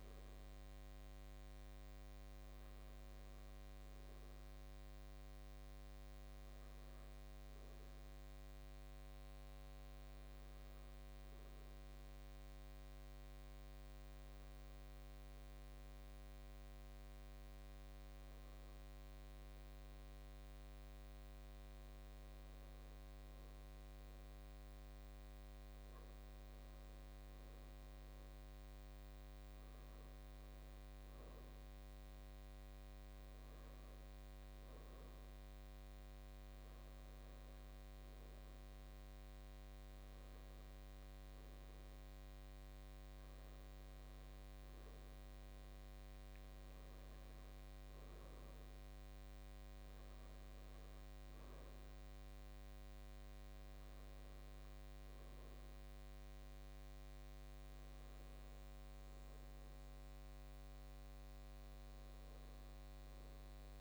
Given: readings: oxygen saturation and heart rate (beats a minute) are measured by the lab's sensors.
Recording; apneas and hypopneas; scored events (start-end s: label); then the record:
breathing in sleep, hard to hear, by a microphone on the trachea; 1
0.00-4.50 s: arousal
6.50-8.50 s: long interval between heartbeats (device-marked, heart rate 62 before, 59 extreme)
12.50-63.81 s: new sleep stage, N2 (light sleep)
14.00-26.50 s: hypopnea (oxygen 99% before, 94% lowest, heart rate 58 before, 58 extreme, up 3 after)
29.00-32.50 s: arousal
33.50-63.81 s: oxygen desaturation (device-marked, oxygen 98% before, 94% lowest, heart rate 59 before, 55 extreme)
58.00-62.00 s: arousal
From the record:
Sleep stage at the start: N1 (lightest sleep); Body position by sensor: on the back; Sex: male